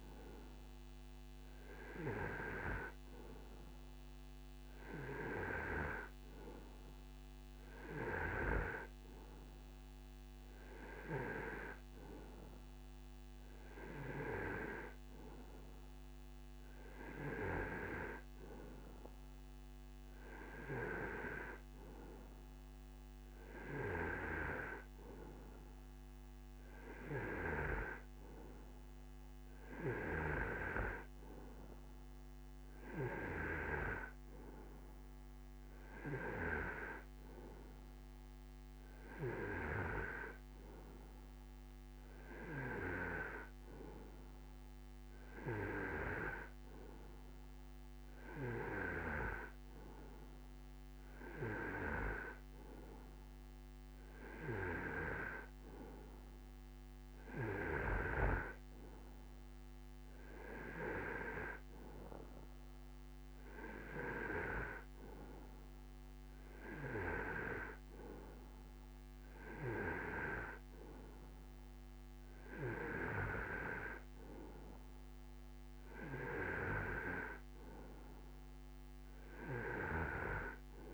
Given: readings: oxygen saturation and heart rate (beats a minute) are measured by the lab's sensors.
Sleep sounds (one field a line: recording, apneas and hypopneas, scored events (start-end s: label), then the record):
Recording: breathing in sleep by a microphone on the trachea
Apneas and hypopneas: none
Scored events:
none scored
From the record:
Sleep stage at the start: N2 (light sleep)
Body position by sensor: on the right side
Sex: male